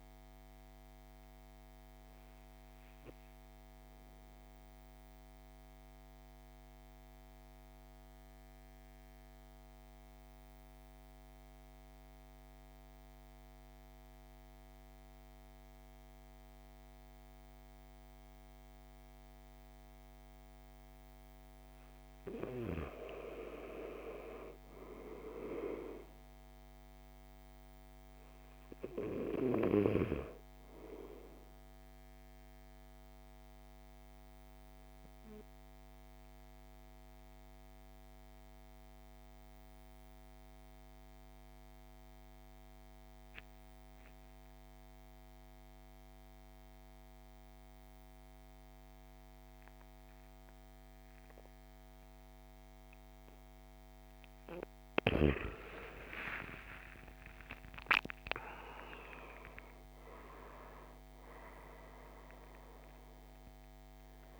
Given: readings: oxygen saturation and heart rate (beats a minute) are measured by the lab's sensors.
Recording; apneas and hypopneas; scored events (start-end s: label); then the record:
breathing in sleep by a microphone on the trachea; 2
0.00-15.50 s: oxygen desaturation (device-marked, oxygen 87% lowest, heart rate 49 extreme)
1.00-20.50 s: mixed apnea (oxygen 97% before, 83% lowest, heart rate 56 before, 49 extreme, up 10 after)
22.50-27.50 s: arousal
23.50-44.50 s: oxygen desaturation (device-marked, oxygen 99% before, 90% lowest, heart rate 52 before, 52 extreme)
32.00-54.00 s: mixed apnea (oxygen 99% before, 83% lowest, heart rate 55 before, 48 extreme, up 27 after)
54.50-64.40 s: oxygen desaturation (device-marked, oxygen 97% before, 83% lowest, heart rate 55 before, 48 extreme)
55.50-60.50 s: arousal
From the record:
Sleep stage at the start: N2 (light sleep); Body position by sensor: on the right side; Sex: male